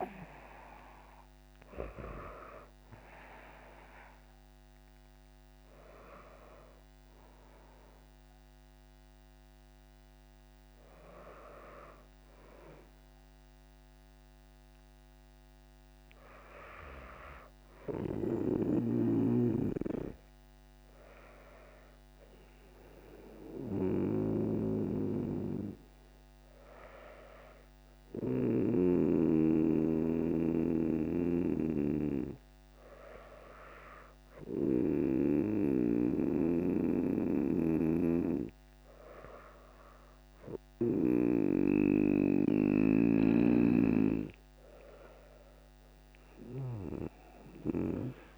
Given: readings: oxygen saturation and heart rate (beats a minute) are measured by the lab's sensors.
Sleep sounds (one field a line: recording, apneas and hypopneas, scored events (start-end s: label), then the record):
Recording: breathing in sleep by a microphone on the trachea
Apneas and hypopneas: none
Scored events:
30.00-48.38 s: new sleep stage, N2 (light sleep)
36.50-40.50 s: snoring (device-marked)
From the record:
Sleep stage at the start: N1 (lightest sleep)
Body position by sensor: on the back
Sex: female